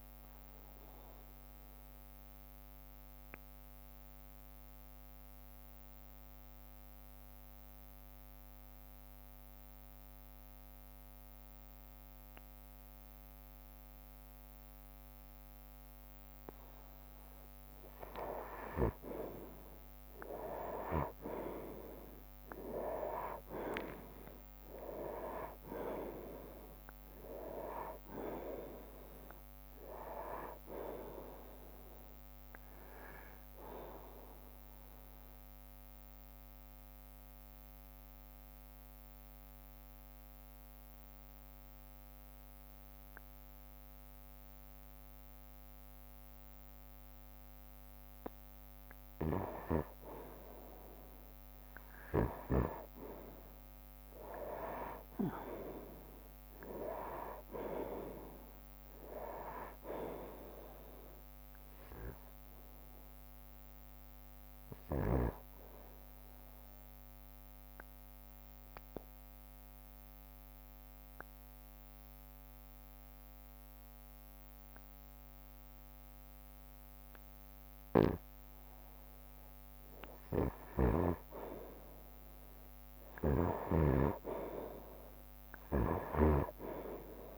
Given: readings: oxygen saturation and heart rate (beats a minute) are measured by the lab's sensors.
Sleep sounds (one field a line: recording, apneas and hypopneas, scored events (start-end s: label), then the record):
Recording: breathing in sleep by a microphone on the trachea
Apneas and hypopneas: 3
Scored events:
0.00-12.50 s: drop in pulse transit time (device-marked, heart rate 54 extreme)
0.00-13.50 s: oxygen desaturation (device-marked, oxygen 91% lowest, heart rate 54 extreme)
0.50-17.50 s: obstructive apnea (oxygen 97% before, 90% lowest, heart rate 63 before, 54 extreme, up 11 after)
4.50-10.50 s: bradycardia (device-marked, heart rate 64 before, 54 extreme)
19.00-23.50 s: arousal
24.50-49.50 s: oxygen desaturation (device-marked, oxygen 97% before, 90% lowest, heart rate 59 before, 53 extreme)
34.50-50.50 s: obstructive apnea (oxygen 97% before, 90% lowest, heart rate 64 before, 53 extreme, up 6 after)
36.50-56.50 s: bradycardia (device-marked, heart rate 64 before, 53 extreme)
53.50-58.00 s: arousal
57.50-71.50 s: drop in pulse transit time (device-marked, heart rate 57 before, 58 extreme)
62.50-80.50 s: oxygen desaturation (device-marked, oxygen 98% before, 92% lowest, heart rate 58 before, 59 extreme)
65.50-80.50 s: obstructive apnea (oxygen 98% before, 90% lowest, heart rate 59 before, 59 extreme, up 2 after)
69.50-79.50 s: bradycardia (device-marked, heart rate 64 before, 59 extreme)
83.50-87.38 s: arousal
From the record:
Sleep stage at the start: N2 (light sleep)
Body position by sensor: on the right side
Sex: male